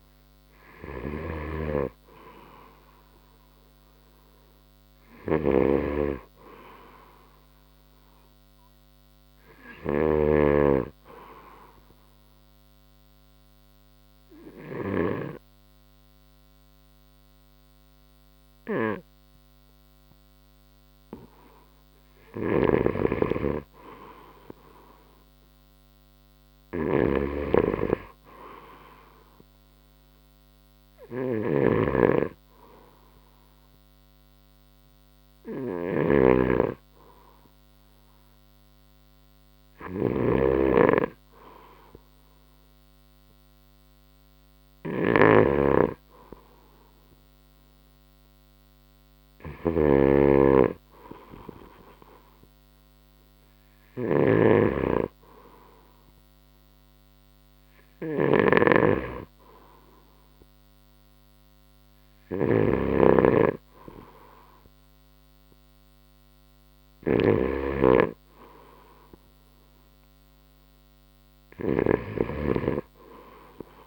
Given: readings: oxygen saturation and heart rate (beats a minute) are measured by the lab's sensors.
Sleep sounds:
breathing in sleep by a microphone on the trachea; 1
0.00-10.50 s: snoring (device-marked)
2.50-19.50 s: oxygen desaturation (device-marked, oxygen 94% before, 90% lowest, heart rate 70 before, 65 extreme)
12.00-22.50 s: obstructive apnea (oxygen 94% before, 90% lowest, heart rate 68 before, 65 extreme, up 7 after)
22.50-72.00 s: snoring (device-marked)
24.00-27.50 s: arousal
32.50-46.50 s: oxygen desaturation (device-marked, oxygen 96% before, 90% lowest, heart rate 68 before, 65 extreme)
From the record:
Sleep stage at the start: N2 (light sleep); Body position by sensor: on the right side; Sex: male

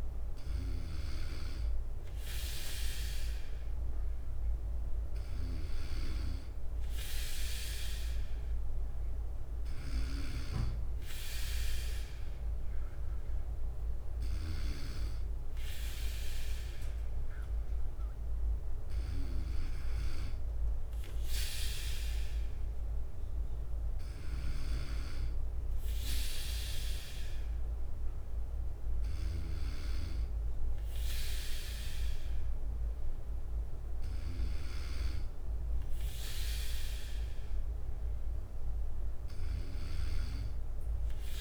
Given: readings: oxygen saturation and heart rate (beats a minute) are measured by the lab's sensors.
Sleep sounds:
breathing in sleep by a room microphone; none
17.50-19.50 s: bradycardia (device-marked, heart rate 59 before, 60 extreme)
24.50-41.41 s: bradycardia (device-marked, heart rate 59 before, 57 extreme)
From the record:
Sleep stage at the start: N3 (deep sleep); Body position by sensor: on the right side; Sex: male

